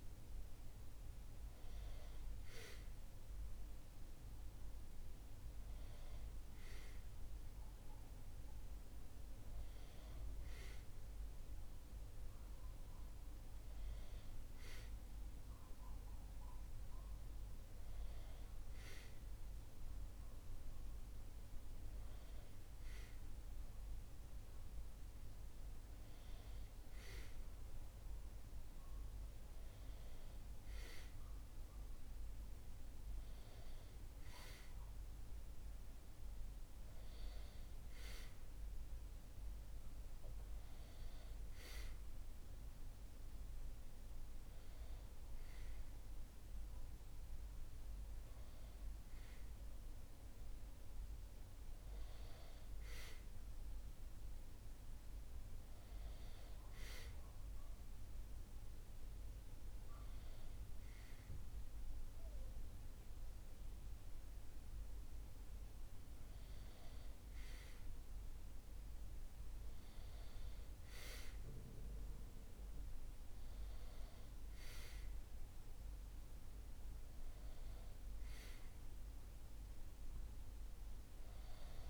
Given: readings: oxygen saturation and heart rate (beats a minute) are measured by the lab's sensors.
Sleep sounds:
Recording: breathing in sleep, hard to hear, by a room microphone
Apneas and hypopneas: none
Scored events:
none scored
From the record:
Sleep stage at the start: N2 (light sleep)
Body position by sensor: on the back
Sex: male

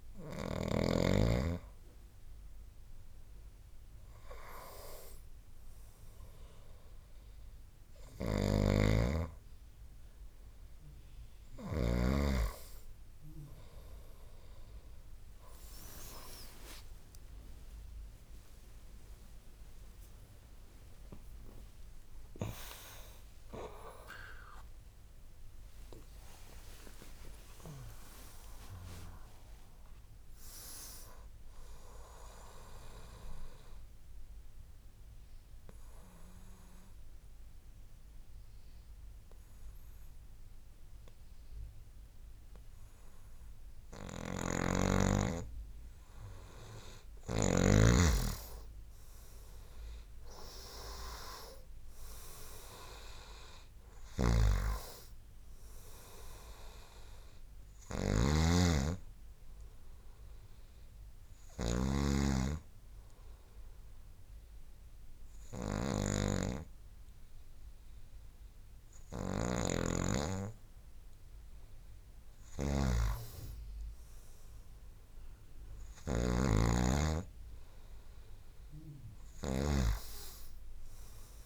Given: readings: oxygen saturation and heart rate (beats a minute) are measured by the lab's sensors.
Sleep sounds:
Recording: breathing in sleep by a room microphone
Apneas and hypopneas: 2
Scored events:
0.00-1.00 s: snoring (device-marked)
8.50-12.00 s: snoring (device-marked)
13.00-19.00 s: tachycardia (device-marked, heart rate 73 before, 106 extreme)
22.00-29.00 s: tachycardia (device-marked, heart rate 73 before, 108 extreme)
25.50-30.50 s: arousal
33.00-45.50 s: obstructive apnea (oxygen 98% before, 94% lowest, heart rate 100 before, 65 extreme, up 10 after)
44.00-47.50 s: snoring (device-marked)
47.00-51.00 s: arousal
54.00-62.00 s: snoring (device-marked)
55.00-73.00 s: oxygen desaturation (device-marked, oxygen 98% before, 94% lowest, heart rate 71 before, 67 extreme)
63.50-73.50 s: obstructive apnea (oxygen 98% before, 94% lowest, heart rate 72 before, 67 extreme, up 9 after)
69.00-80.00 s: snoring (device-marked)
75.00-79.00 s: arousal
From the record:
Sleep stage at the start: N2 (light sleep)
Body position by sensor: on the right side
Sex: male

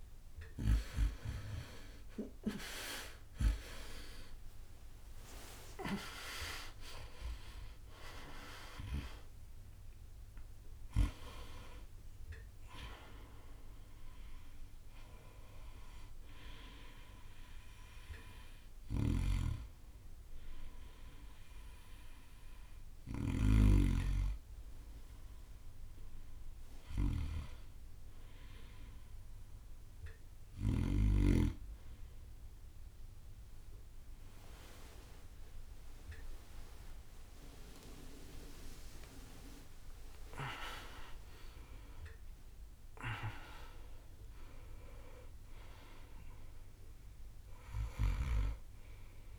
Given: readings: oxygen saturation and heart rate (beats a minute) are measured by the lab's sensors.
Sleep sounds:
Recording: breathing in sleep by a room microphone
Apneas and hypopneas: none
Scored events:
1.50-3.50 s: long interval between heartbeats (device-marked)
3.00-9.00 s: arousal
6.00-8.00 s: long interval between heartbeats (device-marked)
11.00-17.00 s: oxygen desaturation (device-marked, oxygen 92% before, 88% lowest)
19.00-31.00 s: snoring (device-marked)
34.00-49.39 s: bradycardia (device-marked)
35.00-39.00 s: arousal
39.00-41.00 s: long interval between heartbeats (device-marked, heart rate 55 before, 51 extreme)
42.00 s: drop in pulse transit time (device-marked)
From the record:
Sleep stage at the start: N2 (light sleep)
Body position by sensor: on the right side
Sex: male

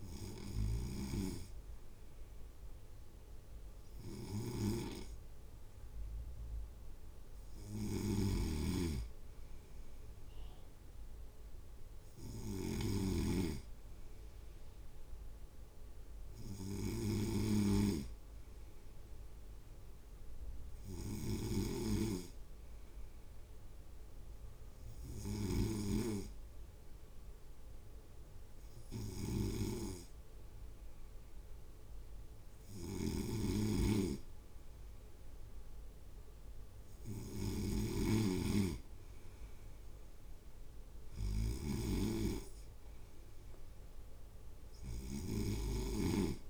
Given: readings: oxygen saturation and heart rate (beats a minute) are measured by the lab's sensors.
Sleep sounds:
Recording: breathing in sleep by a room microphone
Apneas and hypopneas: none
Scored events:
0.00-46.50 s: snoring (device-marked)
From the record:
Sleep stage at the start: N2 (light sleep)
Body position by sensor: on the right side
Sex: male

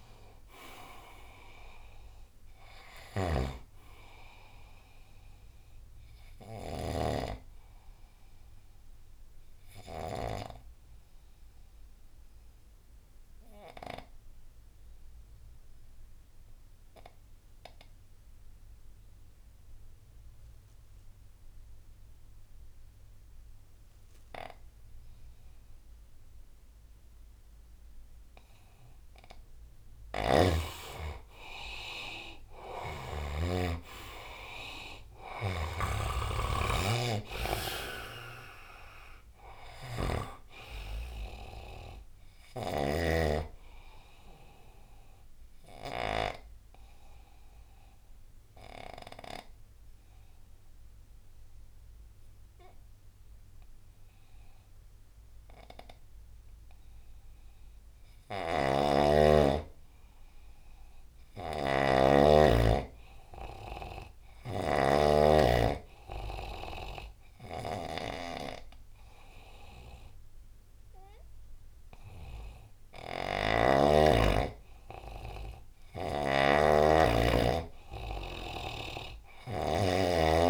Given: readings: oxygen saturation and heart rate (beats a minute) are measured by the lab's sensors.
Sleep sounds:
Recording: breathing in sleep by a room microphone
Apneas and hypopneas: 1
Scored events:
0.00-5.00 s: oxygen desaturation (device-marked, oxygen 93% lowest, heart rate 73 extreme)
2.50-10.00 s: snoring (device-marked)
5.50-29.00 s: obstructive apnea (oxygen 98% before, 90% lowest, heart rate 83 before, 69 extreme, up 3 after)
27.00-65.00 s: oxygen desaturation (device-marked, oxygen 99% before, 90% lowest, heart rate 77 before, 66 extreme)
29.50-33.00 s: snoring (device-marked)
32.50-36.50 s: arousal
35.00-40.00 s: snoring (device-marked)
42.00-46.00 s: snoring (device-marked)
58.00-80.50 s: snoring (device-marked)
From the record:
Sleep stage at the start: N2 (light sleep)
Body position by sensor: on the right side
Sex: male

